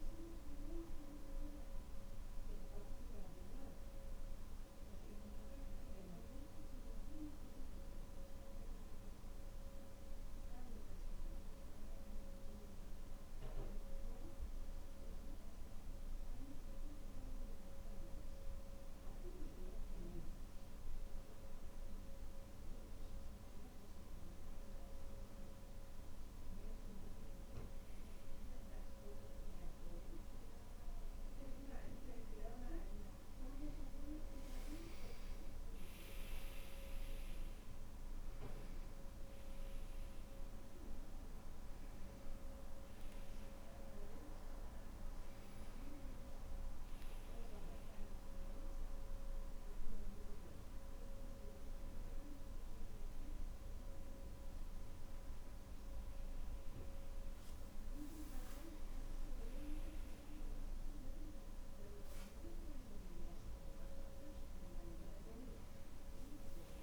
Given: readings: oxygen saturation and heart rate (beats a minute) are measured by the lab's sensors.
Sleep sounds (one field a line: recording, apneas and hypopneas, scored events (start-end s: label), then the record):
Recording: breathing in sleep by a room microphone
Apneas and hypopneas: none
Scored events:
44.00-49.50 s: arousal
From the record:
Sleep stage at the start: N2 (light sleep)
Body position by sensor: on the back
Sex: male